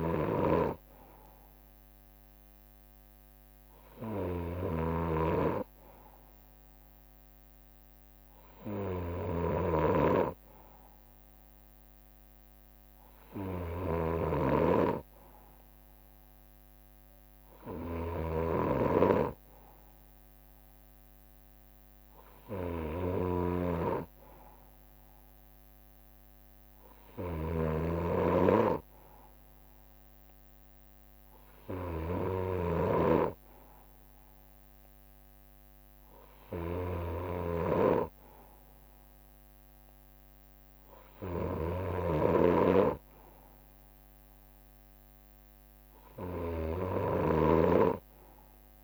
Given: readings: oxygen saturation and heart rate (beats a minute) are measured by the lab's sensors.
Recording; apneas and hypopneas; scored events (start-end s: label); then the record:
breathing in sleep by a microphone on the trachea; none
0.00-48.84 s: snoring (device-marked)
4.00-11.00 s: leg movement (device-marked)
20.50-30.50 s: leg movement (device-marked)
40.00-47.50 s: leg movement (device-marked)
From the record:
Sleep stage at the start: N2 (light sleep); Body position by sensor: on the right side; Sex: male